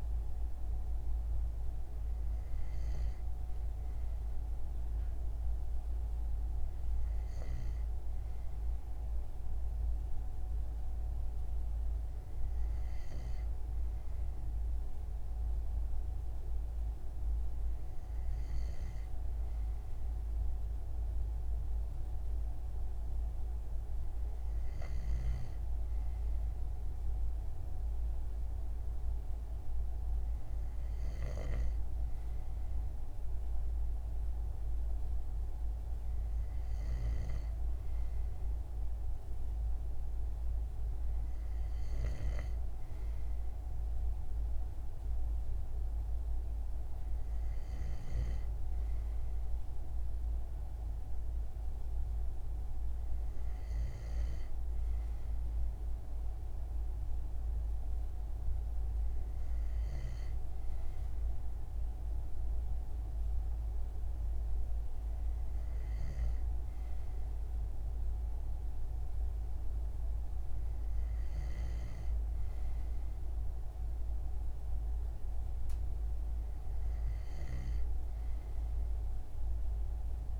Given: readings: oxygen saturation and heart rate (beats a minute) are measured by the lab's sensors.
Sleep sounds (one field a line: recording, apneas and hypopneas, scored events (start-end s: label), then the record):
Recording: breathing in sleep, hard to hear, by a room microphone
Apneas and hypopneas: none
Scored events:
24.50-31.00 s: snoring (device-marked)
From the record:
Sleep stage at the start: N2 (light sleep)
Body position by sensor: on the front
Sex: male